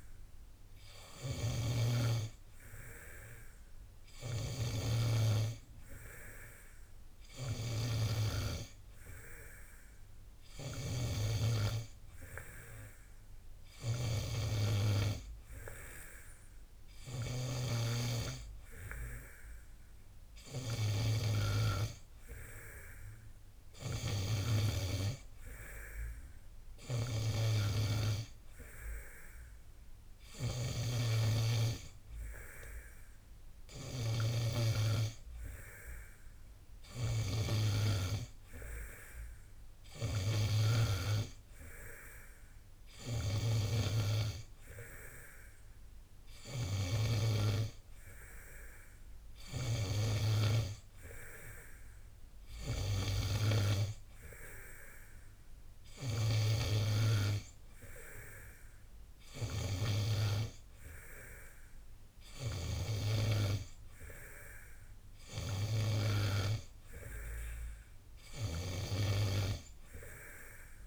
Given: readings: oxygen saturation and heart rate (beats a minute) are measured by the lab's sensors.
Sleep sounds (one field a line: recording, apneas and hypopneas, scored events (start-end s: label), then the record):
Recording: breathing in sleep by a room microphone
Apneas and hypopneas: none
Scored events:
none scored
From the record:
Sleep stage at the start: N2 (light sleep)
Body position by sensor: on the back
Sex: male